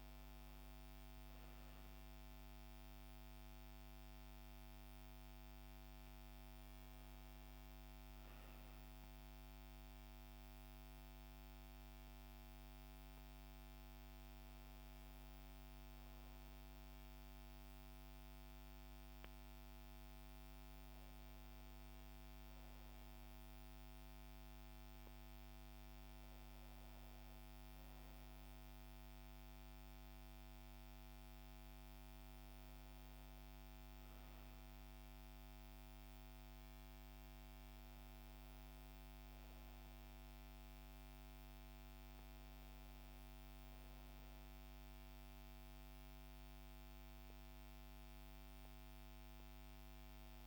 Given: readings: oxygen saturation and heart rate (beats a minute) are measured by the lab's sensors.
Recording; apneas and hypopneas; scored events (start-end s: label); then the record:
breathing in sleep, hard to hear, by a microphone on the trachea; none
none scored
From the record:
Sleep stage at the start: N2 (light sleep); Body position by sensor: on the back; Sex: female